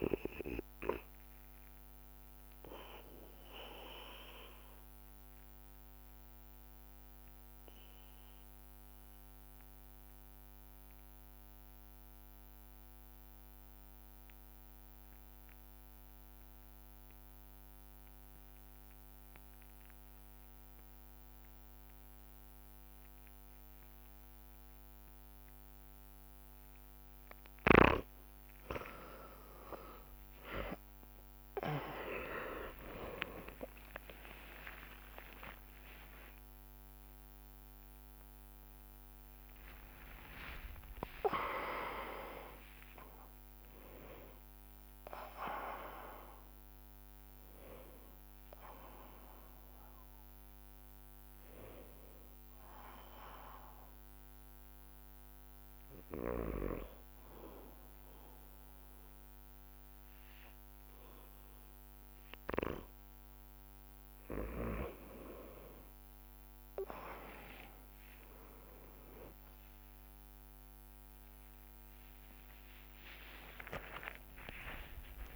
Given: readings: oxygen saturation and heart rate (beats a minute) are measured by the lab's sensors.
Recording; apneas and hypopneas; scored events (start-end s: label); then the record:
breathing in sleep by a microphone on the trachea; 2
0.00-17.00 s: oxygen desaturation (device-marked, oxygen 91% lowest)
3.00-27.50 s: obstructive apnea (oxygen 99% before, 88% lowest)
30.50-35.50 s: arousal
31.00-62.00 s: oxygen desaturation (device-marked, oxygen 99% before, 88% lowest)
35.00-61.00 s: bradycardia (device-marked)
36.00-38.00 s: long interval between heartbeats (device-marked)
52.00-75.36 s: new sleep stage, N1 (lightest sleep)
54.50-66.00 s: hypopnea (oxygen 98% before, 89% lowest)
From the record:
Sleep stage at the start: N2 (light sleep); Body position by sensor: on the back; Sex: male